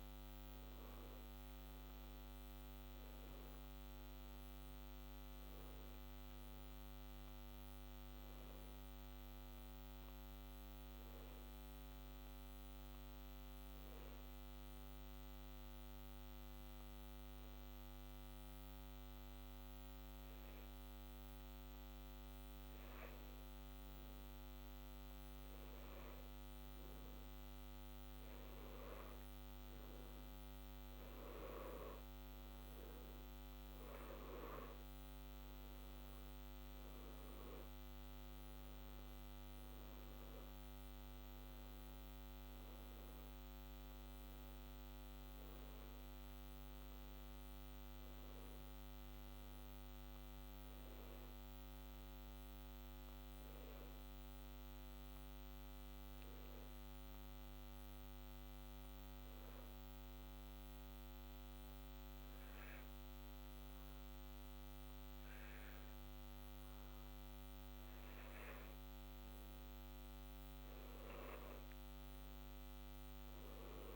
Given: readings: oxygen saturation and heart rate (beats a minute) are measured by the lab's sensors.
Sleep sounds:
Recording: breathing in sleep, hard to hear, by a microphone on the trachea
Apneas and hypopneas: 2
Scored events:
13.50-24.00 s: obstructive apnea (oxygen 92% before, 88% lowest, heart rate 64 before, 60 extreme, up 3 after)
26.50-31.50 s: arousal
36.50-54.50 s: oxygen desaturation (device-marked, oxygen 92% before, 88% lowest, heart rate 63 before, 62 extreme)
55.50-69.00 s: obstructive apnea (oxygen 92% before, 89% lowest, heart rate 62 before, 62 extreme, up 1 after)
71.00-73.96 s: arousal
From the record:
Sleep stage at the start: N1 (lightest sleep)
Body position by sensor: on the back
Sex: male

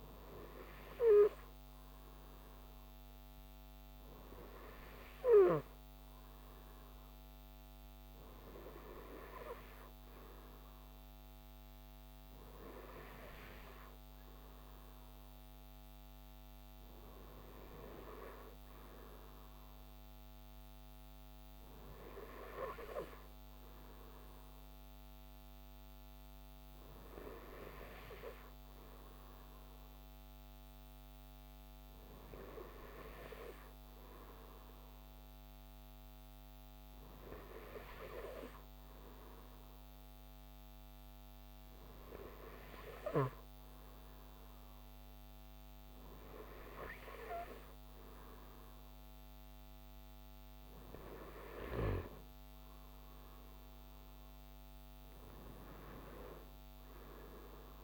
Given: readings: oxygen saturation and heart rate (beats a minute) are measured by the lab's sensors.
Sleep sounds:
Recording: breathing in sleep by a microphone on the trachea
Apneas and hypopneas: none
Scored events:
none scored
From the record:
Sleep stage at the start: N2 (light sleep)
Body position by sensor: on the right side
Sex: male

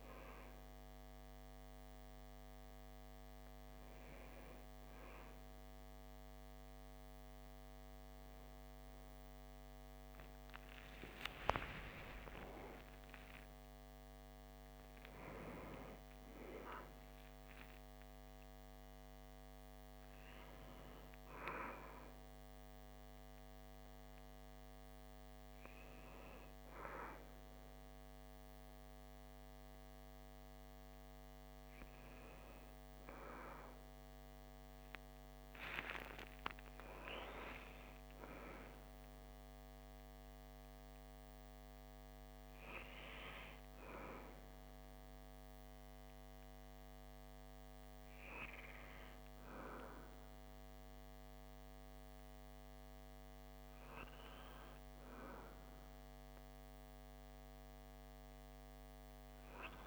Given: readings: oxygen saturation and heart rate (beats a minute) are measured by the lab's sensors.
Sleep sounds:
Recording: breathing in sleep by a microphone on the trachea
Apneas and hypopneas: none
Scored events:
9.50-13.00 s: arousal
From the record:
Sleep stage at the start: REM sleep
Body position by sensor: on the back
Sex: male

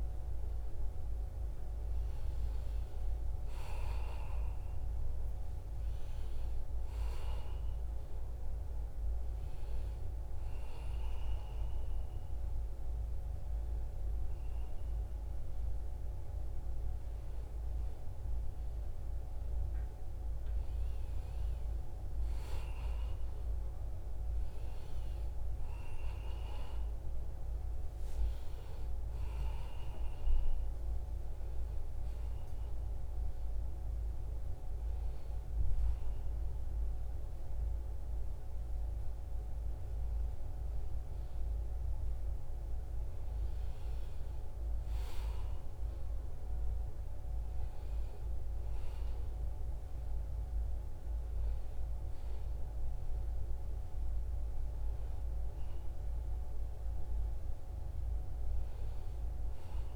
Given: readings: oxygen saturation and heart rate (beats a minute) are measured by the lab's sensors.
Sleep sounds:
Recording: a person partly awake in a sleep study, hard to hear, by a room microphone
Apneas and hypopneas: none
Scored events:
1.00-59.96 s: new sleep stage, N1 (lightest sleep)
3.00-5.00 s: long interval between heartbeats (device-marked, heart rate 87 before, 83 extreme)
44.00-46.00 s: long interval between heartbeats (device-marked, heart rate 77 before, 76 extreme)
From the record:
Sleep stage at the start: awake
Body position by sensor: on the right side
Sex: male

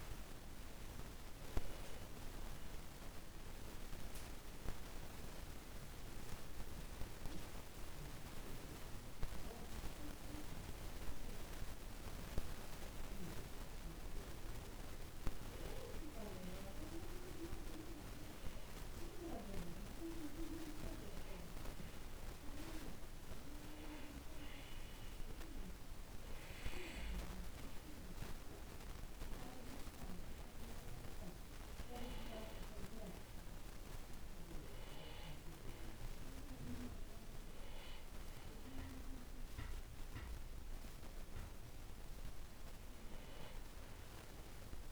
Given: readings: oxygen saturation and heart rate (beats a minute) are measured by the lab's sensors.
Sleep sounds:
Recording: breathing in sleep by a room microphone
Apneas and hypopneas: none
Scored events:
none scored
From the record:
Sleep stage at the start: N2 (light sleep)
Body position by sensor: on the back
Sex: male

